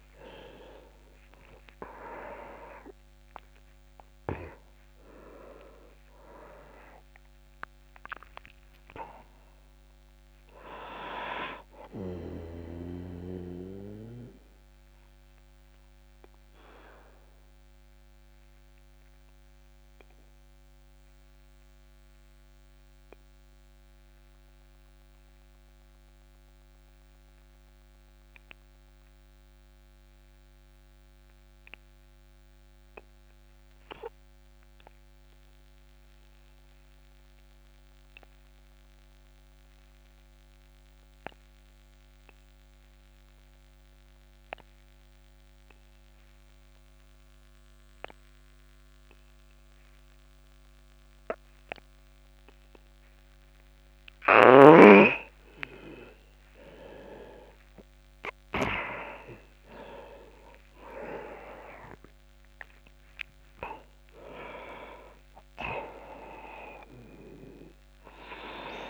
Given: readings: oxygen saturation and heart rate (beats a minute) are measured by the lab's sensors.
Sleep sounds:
breathing in sleep by a microphone on the trachea; 1
0.00-1.50 s: arousal
0.00-28.50 s: oxygen desaturation (device-marked, oxygen 81% lowest)
13.00-53.50 s: obstructive apnea (oxygen 97% before, 81% lowest)
50.50-68.90 s: oxygen desaturation (device-marked, oxygen 98% before, 83% lowest)
55.50-61.00 s: arousal
From the record:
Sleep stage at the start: N2 (light sleep); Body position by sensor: on the back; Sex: male

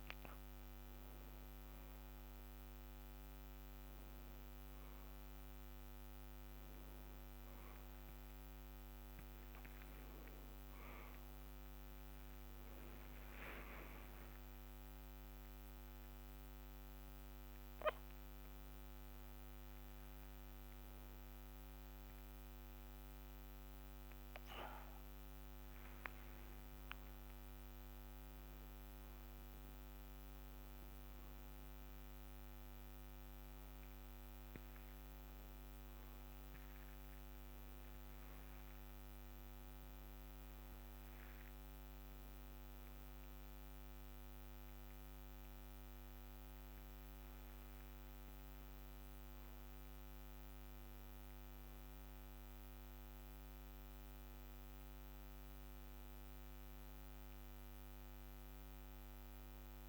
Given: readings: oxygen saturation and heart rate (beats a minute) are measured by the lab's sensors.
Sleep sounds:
a person awake in a sleep study, hard to hear, by a microphone on the trachea; none
none scored
From the record:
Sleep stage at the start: awake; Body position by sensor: on the back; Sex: male

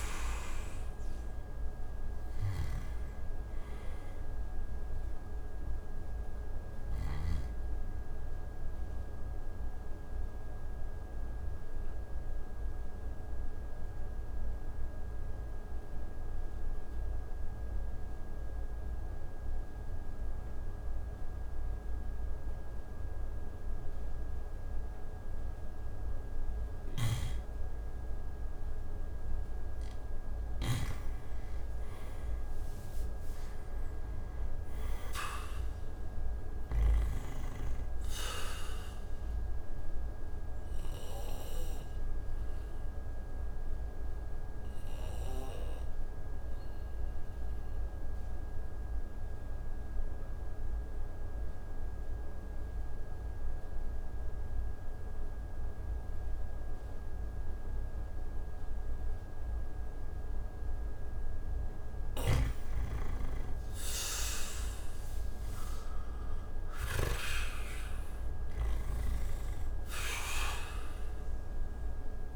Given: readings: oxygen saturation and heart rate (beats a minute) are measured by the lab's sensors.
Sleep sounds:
breathing in sleep by a room microphone; 2
0.00-25.00 s: oxygen desaturation (device-marked, oxygen 97% before, 83% lowest)
2.00-7.00 s: snoring (device-marked)
8.00-27.00 s: obstructive apnea (oxygen 98% before, 83% lowest)
26.50-37.00 s: snoring (device-marked)
30.50-34.50 s: arousal
36.00-59.00 s: oxygen desaturation (device-marked, oxygen 98% before, 88% lowest)
39.00-61.00 s: obstructive apnea (oxygen 98% before, 86% lowest)
62.00-72.36 s: snoring (device-marked)
63.00-66.00 s: arousal
69.00-72.36 s: oxygen desaturation (device-marked, oxygen 96% before, 87% lowest)
From the record:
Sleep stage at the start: N2 (light sleep); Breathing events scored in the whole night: 562 in 5.9 hours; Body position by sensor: on the back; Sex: male

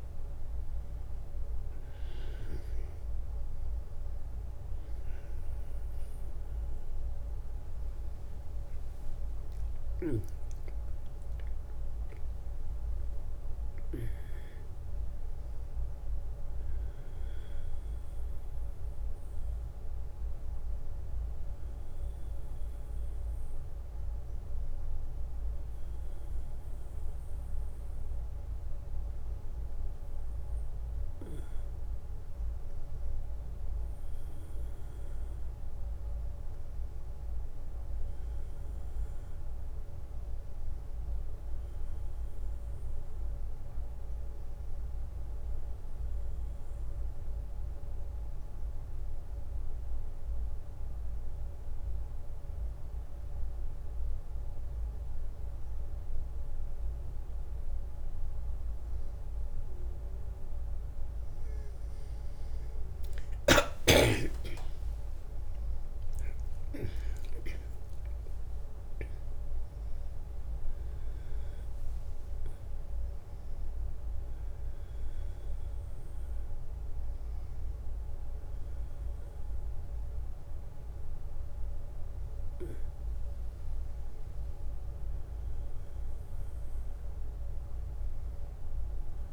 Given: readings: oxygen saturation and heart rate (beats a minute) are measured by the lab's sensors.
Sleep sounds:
breathing in sleep, hard to hear, by a room microphone; 1
1.00-22.00 s: oxygen desaturation (device-marked, oxygen 97% before, 93% lowest, heart rate 62 before, 59 extreme)
32.00-35.00 s: arousal
46.50-57.50 s: obstructive apnea (oxygen 98% before, 92% lowest, heart rate 63 before, 60 extreme, up 15 after)
61.00-65.00 s: arousal
68.00-89.33 s: oxygen desaturation (device-marked, oxygen 96% before, 92% lowest, heart rate 64 before, 59 extreme)
From the record:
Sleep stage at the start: N1 (lightest sleep); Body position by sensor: on the back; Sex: male

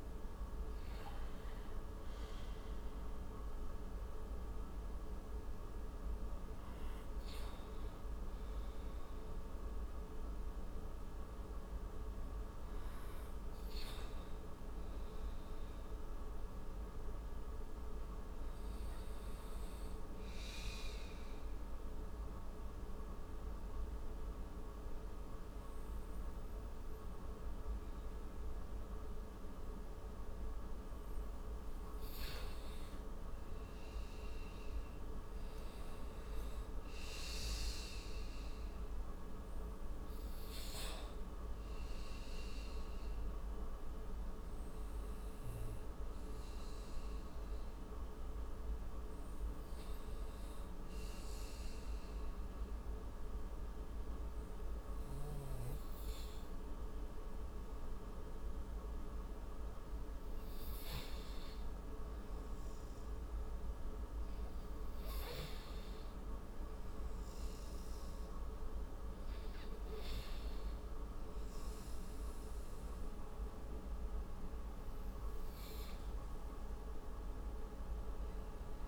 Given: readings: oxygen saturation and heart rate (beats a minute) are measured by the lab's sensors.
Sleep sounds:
breathing in sleep, hard to hear, by a room microphone; 2
21.00-32.50 s: mixed apnea (oxygen 98% before, 92% lowest)
34.00-37.00 s: arousal
37.00-52.00 s: oxygen desaturation (device-marked, oxygen 96% before, 92% lowest)
51.00-61.00 s: hypopnea (oxygen 97% before, 92% lowest)
62.00-65.00 s: arousal
From the record:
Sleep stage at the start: N2 (light sleep); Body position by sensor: on the right side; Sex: male

